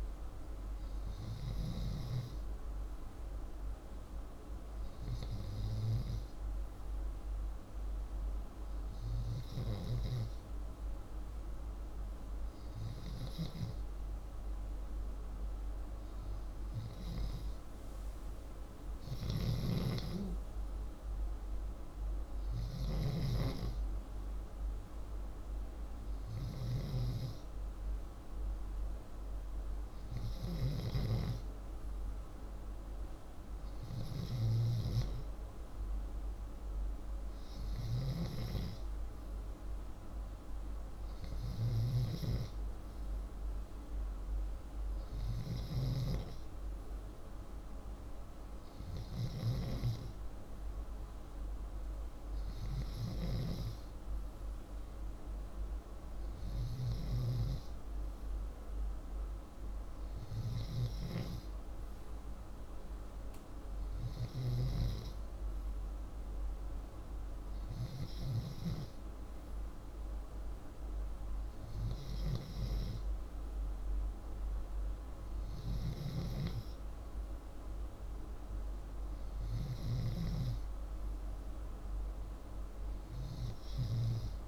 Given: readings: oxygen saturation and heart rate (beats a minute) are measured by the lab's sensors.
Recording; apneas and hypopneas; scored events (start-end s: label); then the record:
breathing in sleep by a room microphone; none
18.50-22.50 s: snoring (device-marked)
29.50-45.50 s: snoring (device-marked)
63.50-68.00 s: snoring (device-marked)
75.00-79.50 s: snoring (device-marked)
From the record:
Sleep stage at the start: N2 (light sleep); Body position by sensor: upright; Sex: male